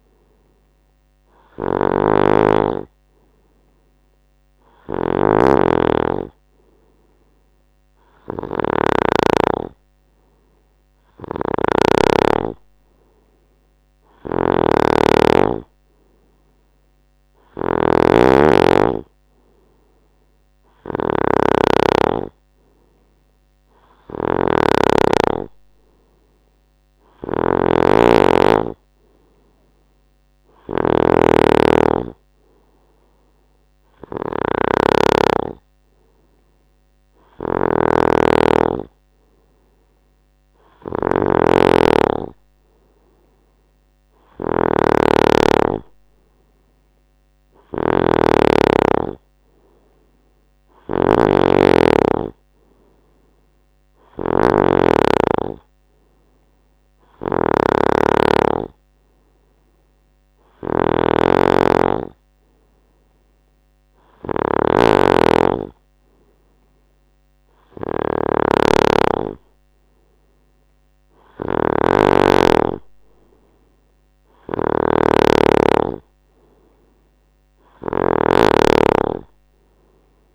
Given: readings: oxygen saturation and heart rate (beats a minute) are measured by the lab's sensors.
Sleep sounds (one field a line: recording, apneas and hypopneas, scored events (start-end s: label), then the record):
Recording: breathing in sleep by a microphone on the trachea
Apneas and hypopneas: none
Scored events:
0.00-12.00 s: snoring (device-marked)
14.00-80.35 s: snoring (device-marked)
From the record:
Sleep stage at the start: N3 (deep sleep)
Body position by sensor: on the right side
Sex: male